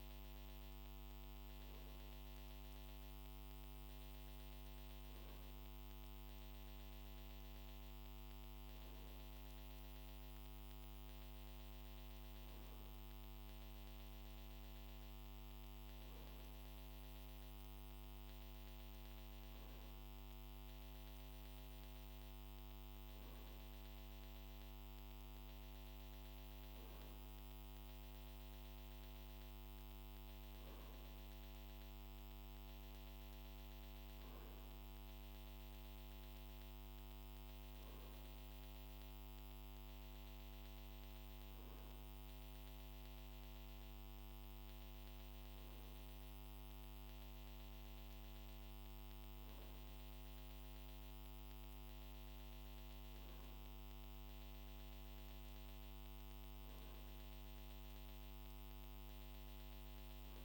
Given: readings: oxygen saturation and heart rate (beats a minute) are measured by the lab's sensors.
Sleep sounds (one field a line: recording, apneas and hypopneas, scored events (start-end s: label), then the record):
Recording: breathing in sleep, hard to hear, by a microphone on the trachea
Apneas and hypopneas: none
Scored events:
none scored
From the record:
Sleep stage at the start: N2 (light sleep)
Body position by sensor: on the right side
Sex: male